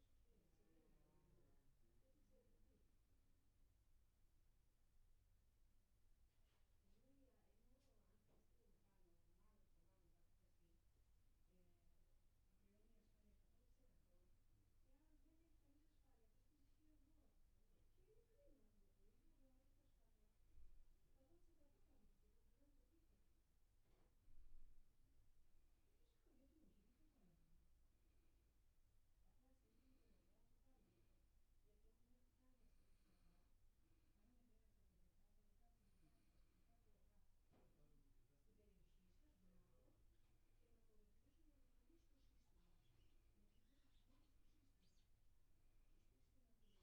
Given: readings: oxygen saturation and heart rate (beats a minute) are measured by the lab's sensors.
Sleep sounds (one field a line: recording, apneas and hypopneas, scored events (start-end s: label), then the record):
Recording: breathing in sleep, hard to hear, by a room microphone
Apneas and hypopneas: none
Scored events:
none scored
From the record:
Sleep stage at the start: N2 (light sleep)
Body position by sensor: on the back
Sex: male